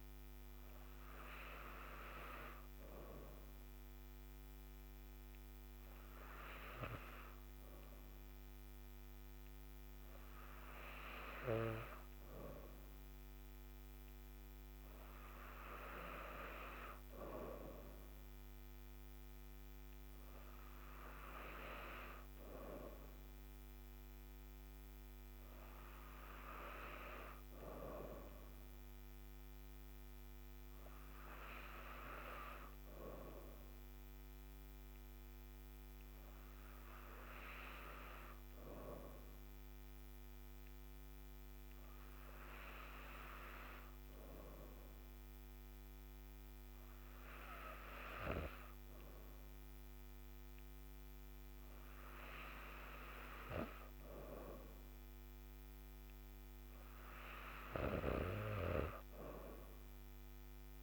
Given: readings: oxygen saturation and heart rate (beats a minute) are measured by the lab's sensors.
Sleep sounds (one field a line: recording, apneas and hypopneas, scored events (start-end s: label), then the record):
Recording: breathing in sleep by a microphone on the trachea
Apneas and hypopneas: none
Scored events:
none scored
From the record:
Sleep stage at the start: N3 (deep sleep)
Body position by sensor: on the back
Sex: female